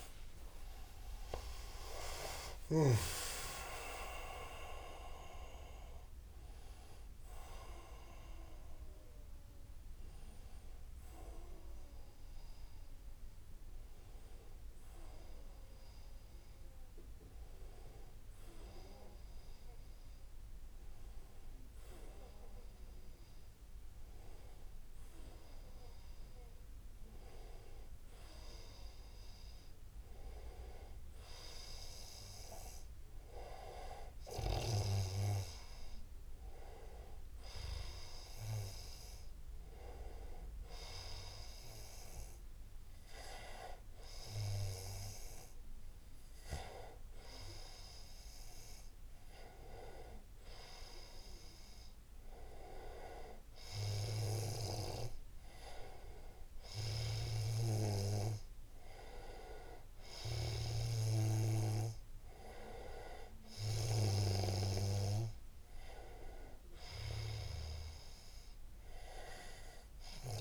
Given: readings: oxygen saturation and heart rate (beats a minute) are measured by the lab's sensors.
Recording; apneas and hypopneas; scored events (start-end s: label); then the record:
a person partly awake in a sleep study, by a room microphone; none
0.00-5.00 s: tachycardia (device-marked, heart rate 204 extreme)
0.00-7.00 s: oxygen desaturation (device-marked, oxygen 87% lowest, heart rate 74 extreme)
24.00-70.41 s: new sleep stage, N1 (lightest sleep)
From the record:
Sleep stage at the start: awake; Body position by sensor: on the right side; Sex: male